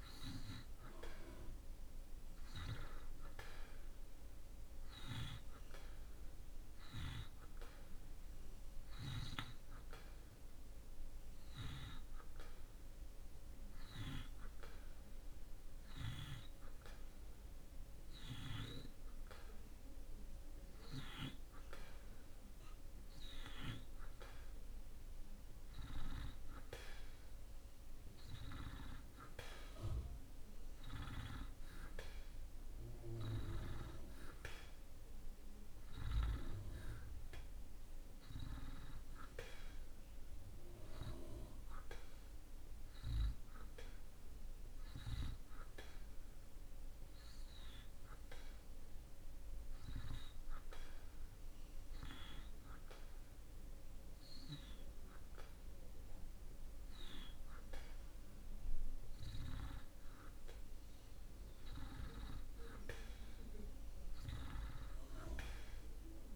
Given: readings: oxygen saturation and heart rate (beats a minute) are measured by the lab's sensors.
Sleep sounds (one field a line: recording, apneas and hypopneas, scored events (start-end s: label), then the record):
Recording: breathing in sleep by a room microphone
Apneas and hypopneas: none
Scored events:
none scored
From the record:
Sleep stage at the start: N2 (light sleep)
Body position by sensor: on the back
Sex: male